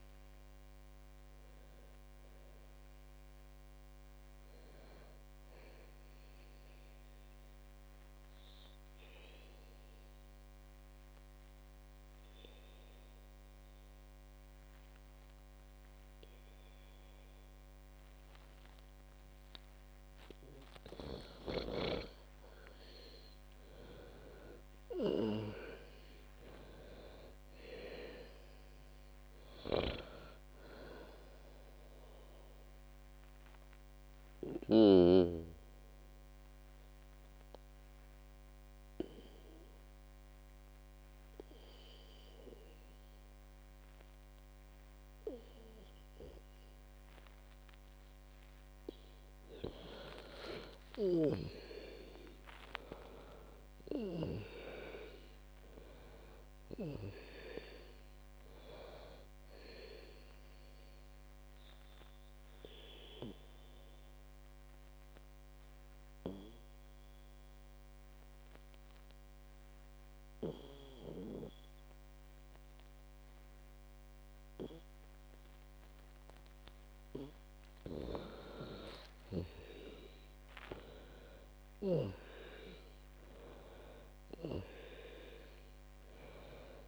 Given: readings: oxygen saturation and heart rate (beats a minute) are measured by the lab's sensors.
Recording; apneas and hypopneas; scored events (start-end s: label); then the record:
breathing in sleep by a microphone on the trachea; 3
0.00-8.50 s: oxygen desaturation (device-marked, oxygen 91% lowest, heart rate 57 extreme)
6.00-20.00 s: obstructive apnea (oxygen 98% before, 92% lowest, heart rate 67 before, 56 extreme, up 11 after)
22.00-25.50 s: arousal
26.50-44.50 s: oxygen desaturation (device-marked, oxygen 98% before, 95% lowest, heart rate 60 before, 55 extreme)
33.00-48.50 s: obstructive apnea (oxygen 98% before, 95% lowest, heart rate 62 before, 55 extreme, up 22 after)
50.50-54.50 s: arousal
61.50-75.50 s: obstructive apnea (oxygen 98% before, 91% lowest, heart rate 65 before, 55 extreme, up 12 after)
79.50-84.50 s: arousal
From the record:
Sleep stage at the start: N2 (light sleep); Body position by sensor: on the back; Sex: female